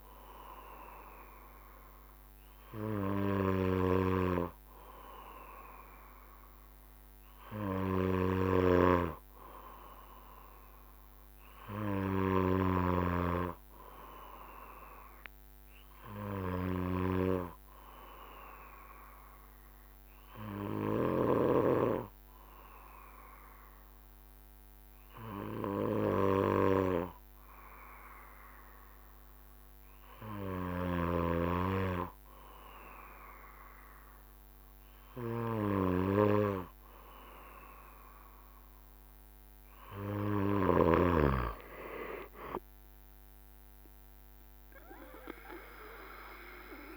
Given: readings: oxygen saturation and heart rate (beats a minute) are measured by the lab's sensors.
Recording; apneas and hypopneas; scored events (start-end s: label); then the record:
breathing in sleep by a microphone on the trachea; 1
9.00-14.00 s: arousal
17.00-31.00 s: obstructive apnea (oxygen 95% before, 93% lowest, heart rate 69 before, 67 extreme, up 1 after)
33.50-36.50 s: arousal
41.00-46.97 s: new sleep stage, N3 (deep sleep)
43.00-46.97 s: drop in pulse transit time (device-marked, heart rate 68 before, 71 extreme)
From the record:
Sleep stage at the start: N2 (light sleep); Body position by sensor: on the back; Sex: male